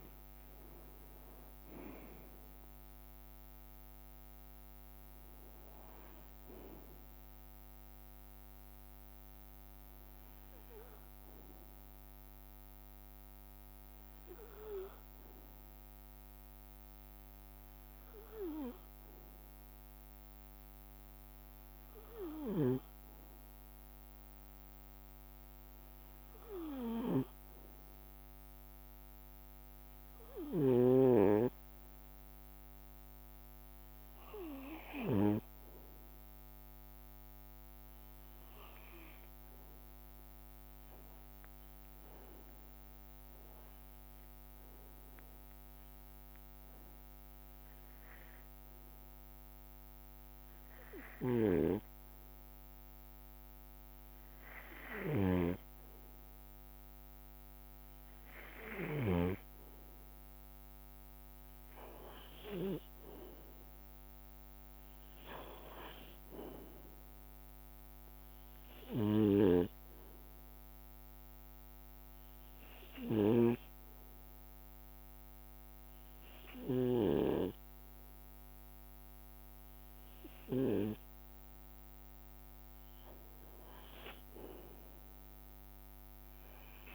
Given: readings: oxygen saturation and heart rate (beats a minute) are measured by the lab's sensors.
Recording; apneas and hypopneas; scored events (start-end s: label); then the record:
breathing in sleep by a microphone on the trachea; 3
0.00-2.50 s: arousal
0.00-4.00 s: leg movement (device-marked)
0.00-27.50 s: bradycardia (device-marked)
0.50-2.50 s: long interval between heartbeats (device-marked)
12.50-13.50 s: leg movement (device-marked)
12.50-32.00 s: hypopnea (oxygen 95% before, 88% lowest)
35.50-83.50 s: oxygen desaturation (device-marked, oxygen 96% before, 88% lowest)
36.00-40.00 s: arousal
41.00-48.00 s: leg movement (device-marked)
45.50-58.50 s: hypopnea (oxygen 96% before, 88% lowest)
48.50-49.50 s: leg movement (device-marked)
54.50-56.00 s: leg movement (device-marked)
55.00-59.50 s: snoring (device-marked)
61.00-65.00 s: arousal
65.50-66.50 s: leg movement (device-marked)
69.00-80.50 s: hypopnea (oxygen 93% before, 88% lowest)
84.50-86.95 s: arousal
From the record:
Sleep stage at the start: REM sleep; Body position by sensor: on the right side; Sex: male